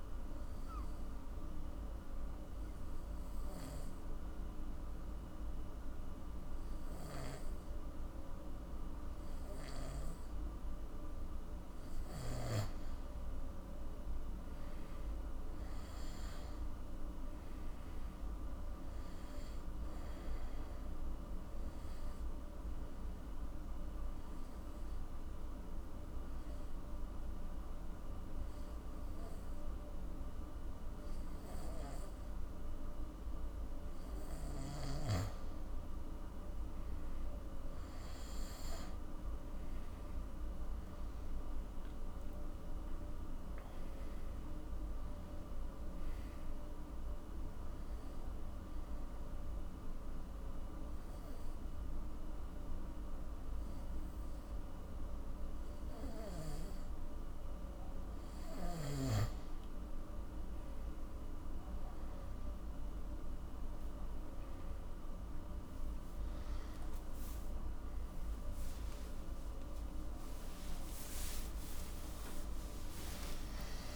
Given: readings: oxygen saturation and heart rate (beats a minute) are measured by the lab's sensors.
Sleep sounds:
breathing in sleep, hard to hear, by a room microphone; 3
0.50-11.50 s: obstructive apnea (oxygen 98% before, 91% lowest, heart rate 56 before, 49 extreme, up 10 after)
13.50-17.00 s: arousal
21.50-37.50 s: oxygen desaturation (device-marked, oxygen 97% before, 91% lowest, heart rate 57 before, 48 extreme)
22.50-34.00 s: obstructive apnea (oxygen 98% before, 91% lowest, heart rate 57 before, 48 extreme, up 20 after)
37.00-40.00 s: arousal
39.50-62.50 s: oxygen desaturation (device-marked, oxygen 98% before, 91% lowest, heart rate 56 before, 48 extreme)
48.00-58.50 s: obstructive apnea (oxygen 98% before, 91% lowest, heart rate 62 before, 50 extreme, up 24 after)
64.50-70.50 s: arousal
67.50-73.96 s: oxygen desaturation (device-marked, oxygen 97% before, 93% lowest, heart rate 61 before, 57 extreme)
From the record:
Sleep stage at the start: N2 (light sleep); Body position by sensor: on the back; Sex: male

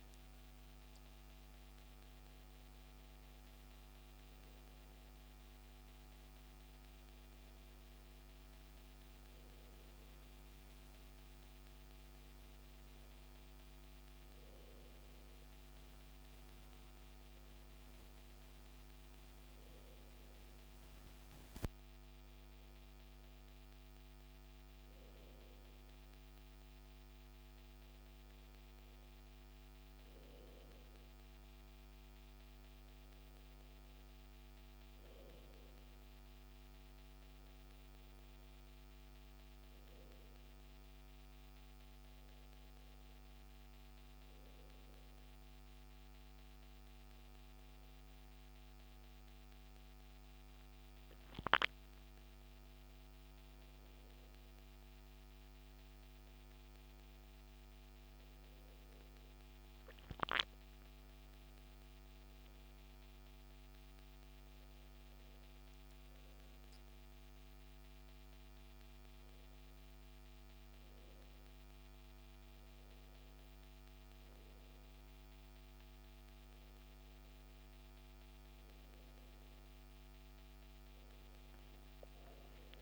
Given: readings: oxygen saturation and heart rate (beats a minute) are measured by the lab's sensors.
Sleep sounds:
breathing in sleep, hard to hear, by a microphone on the trachea; none
55.00-82.82 s: new sleep stage, N2 (light sleep)
From the record:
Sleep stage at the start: N1 (lightest sleep); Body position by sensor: on the back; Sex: male

